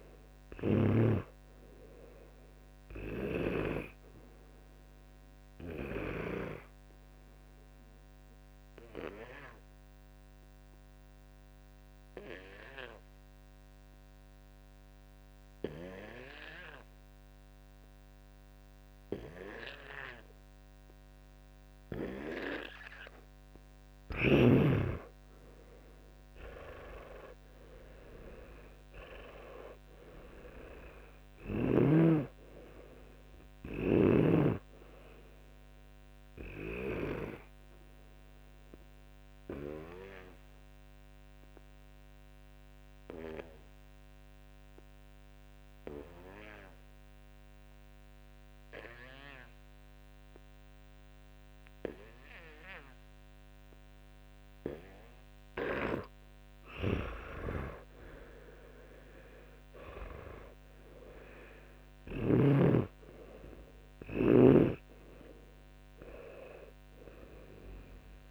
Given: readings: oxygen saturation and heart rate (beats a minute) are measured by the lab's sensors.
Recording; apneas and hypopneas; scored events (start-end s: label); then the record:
breathing in sleep by a microphone on the trachea; 2
4.00-27.00 s: oxygen desaturation (device-marked, oxygen 97% before, 88% lowest, heart rate 81 before, 37 extreme)
5.00-22.50 s: obstructive apnea (oxygen 97% before, 88% lowest, heart rate 83 before, 37 extreme, up 46 after)
25.00-29.00 s: arousal
36.00-55.50 s: obstructive apnea (oxygen 98% before, 92% lowest, heart rate 79 before, 30 extreme, up 55 after)
52.00-57.00 s: oxygen desaturation (device-marked, oxygen 95% before, 92% lowest, heart rate 55 before, 30 extreme)
58.50-63.00 s: arousal
64.50-68.31 s: snoring (device-marked)
From the record:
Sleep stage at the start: N2 (light sleep); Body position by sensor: on the back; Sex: male